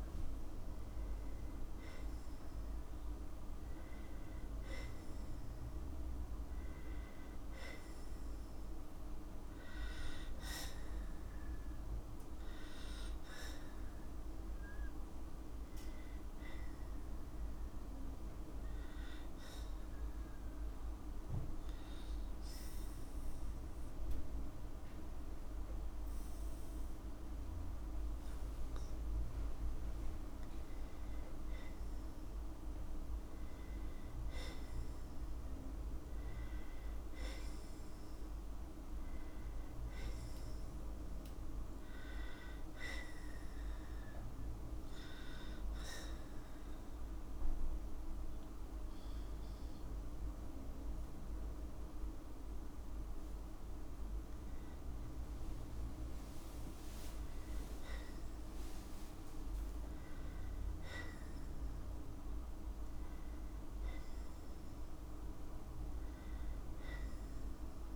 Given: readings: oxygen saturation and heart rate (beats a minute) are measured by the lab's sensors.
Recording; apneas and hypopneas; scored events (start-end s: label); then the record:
breathing in sleep, hard to hear, by a room microphone; 1
0.00-3.00 s: arousal
34.50-38.00 s: arousal
42.50-54.00 s: obstructive apnea (oxygen 94% before, 91% lowest, heart rate 58 before, 56 extreme, up 4 after)
59.00-63.00 s: arousal
60.50-67.96 s: oxygen desaturation (device-marked, oxygen 95% before, 91% lowest, heart rate 58 before, 56 extreme)
From the record:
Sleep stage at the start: N2 (light sleep); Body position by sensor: on the right side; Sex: female